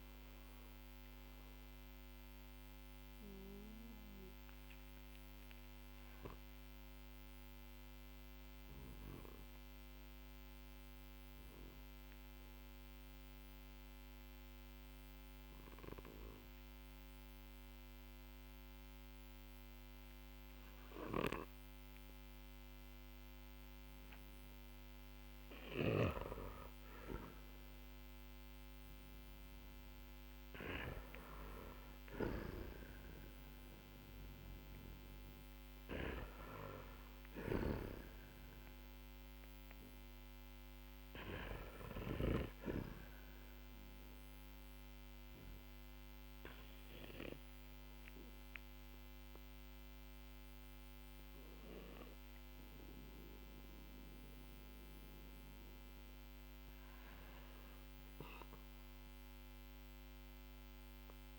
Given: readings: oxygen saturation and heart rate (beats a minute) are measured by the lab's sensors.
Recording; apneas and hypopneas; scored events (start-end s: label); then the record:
breathing in sleep by a microphone on the trachea; 2
3.50-24.50 s: obstructive apnea (oxygen 97% before, 91% lowest, heart rate 55 before, 45 extreme, up 4 after)
18.50-61.39 s: new sleep stage, N2 (light sleep)
29.50-33.50 s: arousal
31.00-41.50 s: snoring (device-marked)
35.50-60.50 s: oxygen desaturation (device-marked, oxygen 95% before, 91% lowest, heart rate 51 before, 43 extreme)
43.00-56.50 s: obstructive apnea (oxygen 96% before, 91% lowest, heart rate 49 before, 43 extreme, up 10 after)
From the record:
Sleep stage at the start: N1 (lightest sleep); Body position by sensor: on the back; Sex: male